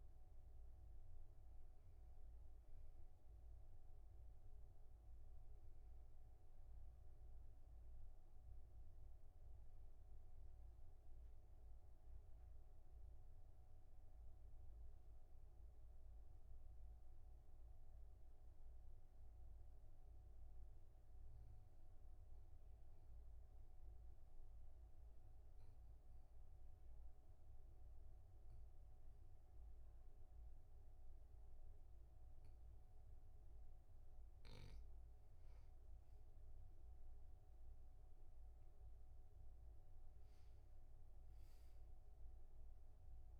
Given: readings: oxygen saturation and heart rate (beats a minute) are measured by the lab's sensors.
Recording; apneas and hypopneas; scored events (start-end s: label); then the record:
breathing in sleep, hard to hear, by a room microphone; 1
15.00-17.50 s: arousal
19.00-33.50 s: obstructive apnea (oxygen 98% before, 95% lowest, heart rate 51 before, 45 extreme, up 8 after)
36.50-40.00 s: arousal
From the record:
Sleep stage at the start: N2 (light sleep); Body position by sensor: on the back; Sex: male